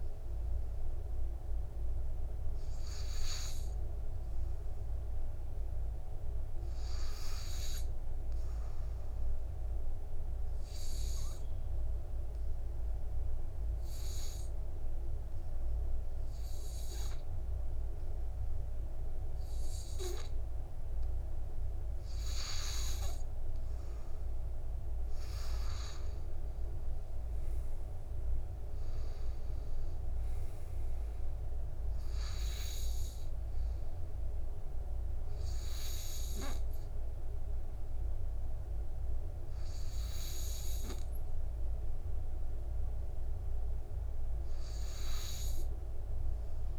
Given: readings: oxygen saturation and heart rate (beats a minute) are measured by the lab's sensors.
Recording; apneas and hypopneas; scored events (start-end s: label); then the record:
breathing in sleep by a room microphone; 1
9.50-21.00 s: obstructive apnea (oxygen 96% before, 92% lowest, heart rate 56 before, 48 extreme, up 5 after)
26.50-38.50 s: oxygen desaturation (device-marked, oxygen 97% before, 93% lowest, heart rate 59 before, 48 extreme)
27.00-30.50 s: arousal
From the record:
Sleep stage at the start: N2 (light sleep); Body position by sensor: on the back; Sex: male